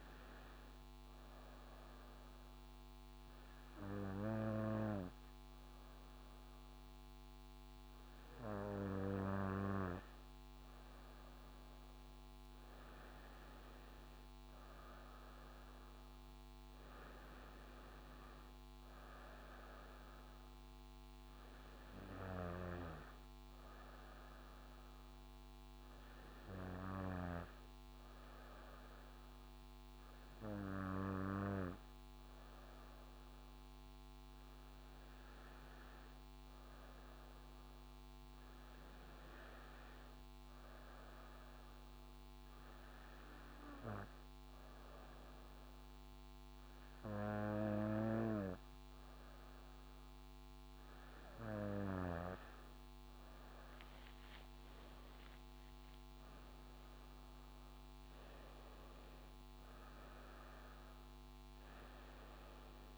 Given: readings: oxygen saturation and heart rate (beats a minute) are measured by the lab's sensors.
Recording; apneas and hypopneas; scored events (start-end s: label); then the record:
a person partly awake in a sleep study, by a microphone on the trachea; none
14.00-44.00 s: new sleep stage, awake
44.00-62.98 s: new sleep stage, N1 (lightest sleep)
From the record:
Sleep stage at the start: N2 (light sleep); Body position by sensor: on the back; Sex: female